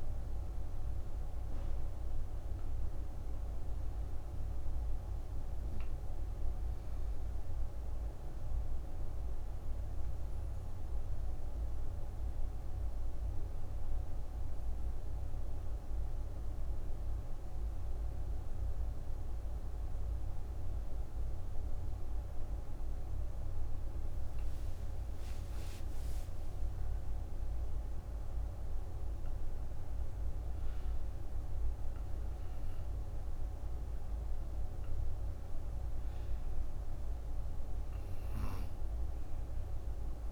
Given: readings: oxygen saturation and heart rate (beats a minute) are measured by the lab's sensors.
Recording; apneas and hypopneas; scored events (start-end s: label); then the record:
breathing in sleep, hard to hear, by a room microphone; 1
0.00-7.50 s: oxygen desaturation (device-marked, oxygen 94% lowest)
8.00-23.50 s: obstructive apnea (oxygen 99% before, 91% lowest)
24.50-29.00 s: arousal
30.50-40.32 s: oxygen desaturation (device-marked, oxygen 98% before, 93% lowest)
From the record:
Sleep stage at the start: N2 (light sleep); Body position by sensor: on the right side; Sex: female